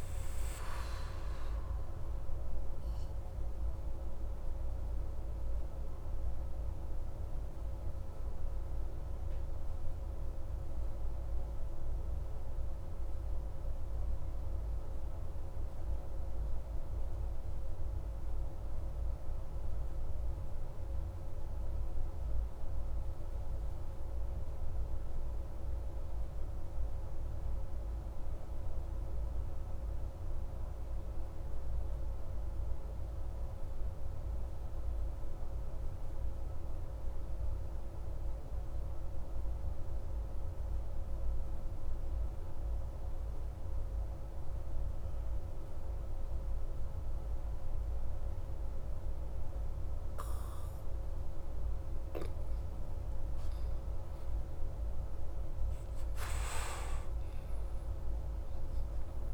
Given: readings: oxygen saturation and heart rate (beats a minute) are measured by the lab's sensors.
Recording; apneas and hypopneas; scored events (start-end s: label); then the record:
breathing in sleep, hard to hear, by a room microphone; 1
0.00-4.00 s: oxygen desaturation (device-marked, oxygen 90% lowest)
2.00-51.50 s: obstructive apnea (oxygen 96% before, 88% lowest)
6.00-19.00 s: oxygen desaturation (device-marked, oxygen 91% before, 88% lowest)
54.00-57.00 s: arousal
From the record:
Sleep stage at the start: N2 (light sleep); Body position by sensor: on the back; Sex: male